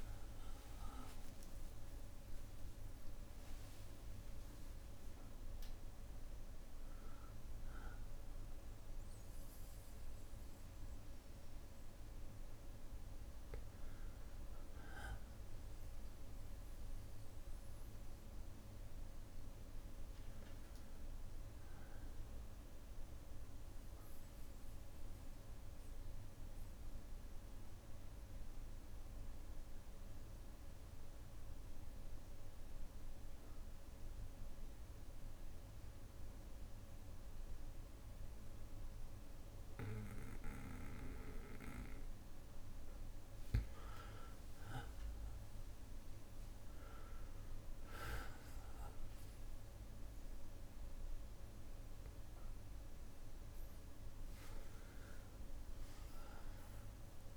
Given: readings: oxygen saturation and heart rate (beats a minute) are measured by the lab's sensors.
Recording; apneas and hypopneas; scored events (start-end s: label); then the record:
breathing in sleep by a room microphone; 1
0.00-2.00 s: long interval between heartbeats (device-marked, heart rate 60 before, 71 extreme)
0.00-20.50 s: oxygen desaturation (device-marked, oxygen 92% lowest, heart rate 57 extreme)
8.50-17.50 s: bradycardia (device-marked, heart rate 60 before, 58 extreme)
20.00-23.00 s: arousal
24.50-42.50 s: bradycardia (device-marked, heart rate 60 before, 57 extreme)
25.50-42.50 s: mixed apnea (oxygen 99% before, 96% lowest, heart rate 60 before, 57 extreme, up 4 after)
54.50-56.50 s: long interval between heartbeats (device-marked, heart rate 59 before, 69 extreme)
From the record:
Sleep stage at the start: N2 (light sleep); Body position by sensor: on the back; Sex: male